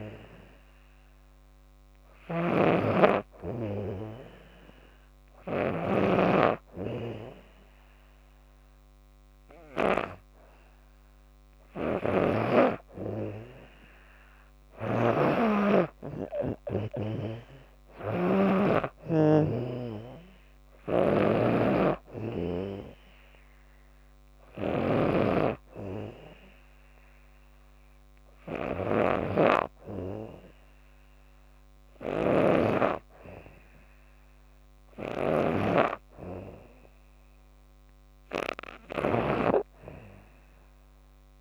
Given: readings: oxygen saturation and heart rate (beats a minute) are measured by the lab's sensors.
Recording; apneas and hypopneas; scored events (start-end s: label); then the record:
breathing in sleep by a microphone on the trachea; none
0.00-9.50 s: snoring (device-marked)
14.00-39.00 s: snoring (device-marked)
From the record:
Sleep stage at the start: N2 (light sleep); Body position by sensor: on the back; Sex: female